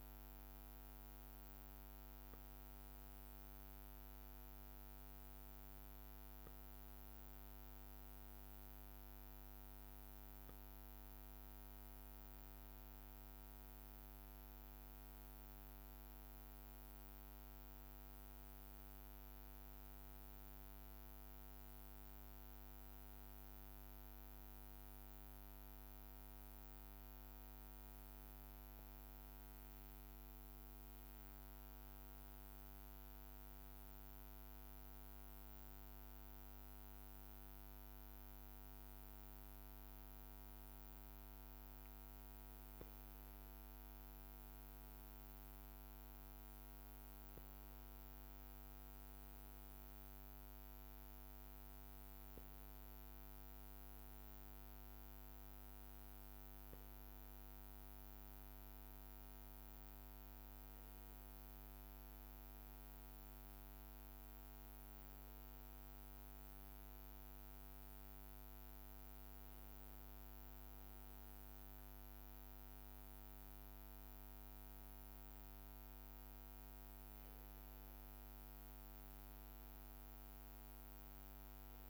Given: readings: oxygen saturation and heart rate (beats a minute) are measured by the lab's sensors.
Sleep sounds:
a person partly awake in a sleep study, hard to hear, by a microphone on the trachea; none
30.00-60.00 s: new sleep stage, N1 (lightest sleep)
60.00-81.90 s: new sleep stage, N2 (light sleep)
From the record:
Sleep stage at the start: awake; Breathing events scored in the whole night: 192 in 3.7 hours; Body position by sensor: on the back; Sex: male

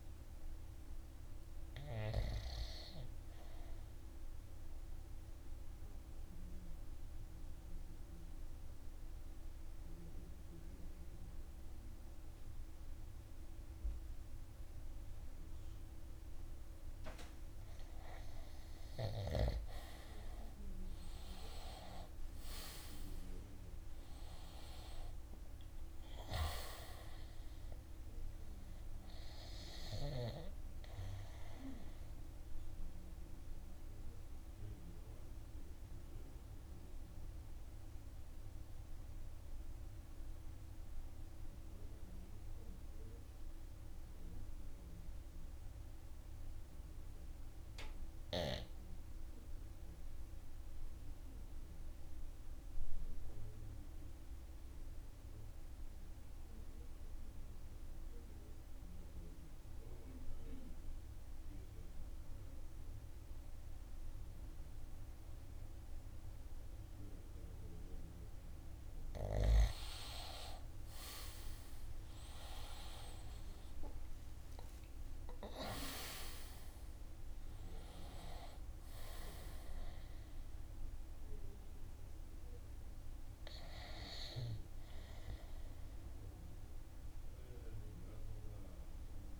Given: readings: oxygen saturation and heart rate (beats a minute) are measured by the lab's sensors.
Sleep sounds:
breathing in sleep by a room microphone; 2
0.00-1.00 s: arousal
4.00-17.00 s: obstructive apnea (oxygen 97% before, 83% lowest, heart rate 58 before, 51 extreme, up 13 after)
16.00-58.00 s: oxygen desaturation (device-marked, oxygen 97% before, 83% lowest, heart rate 55 before, 49 extreme)
20.00-24.50 s: arousal
31.50-68.00 s: obstructive apnea (oxygen 97% before, 83% lowest, heart rate 58 before, 49 extreme, up 20 after)
69.50-73.50 s: arousal
From the record:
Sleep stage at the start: REM sleep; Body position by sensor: on the right side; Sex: male

